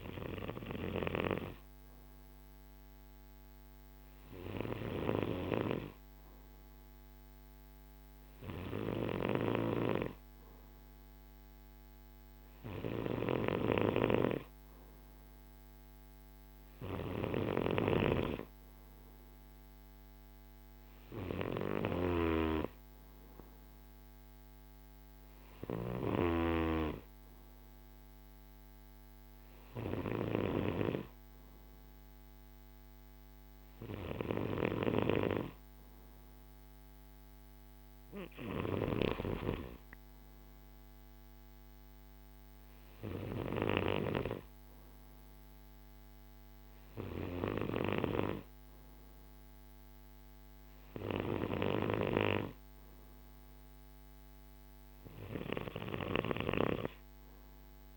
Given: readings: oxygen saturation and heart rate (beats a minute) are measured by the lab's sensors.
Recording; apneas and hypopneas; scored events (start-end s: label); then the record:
breathing in sleep by a microphone on the trachea; none
9.00-26.50 s: snoring (device-marked)
From the record:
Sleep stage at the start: N2 (light sleep); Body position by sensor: on the right side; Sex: male